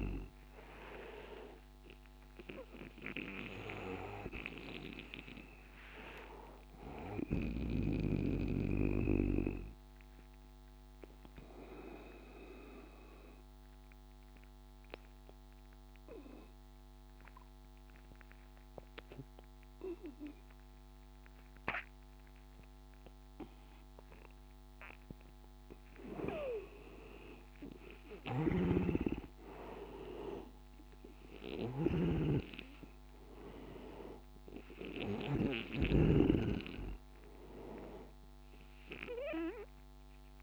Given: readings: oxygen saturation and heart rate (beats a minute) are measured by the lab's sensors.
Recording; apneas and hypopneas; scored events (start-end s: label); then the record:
breathing in sleep by a microphone on the trachea; 1
1.00-5.00 s: arousal
9.00-25.50 s: obstructive apnea (oxygen 100% before, 88% lowest, heart rate 95 before, 83 extreme, up 7 after)
25.50-40.43 s: oxygen desaturation (device-marked, oxygen 98% before, 88% lowest, heart rate 88 before, 80 extreme)
27.50-31.00 s: arousal
28.00-36.00 s: snoring (device-marked)
From the record:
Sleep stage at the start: N2 (light sleep); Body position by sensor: on the back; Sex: male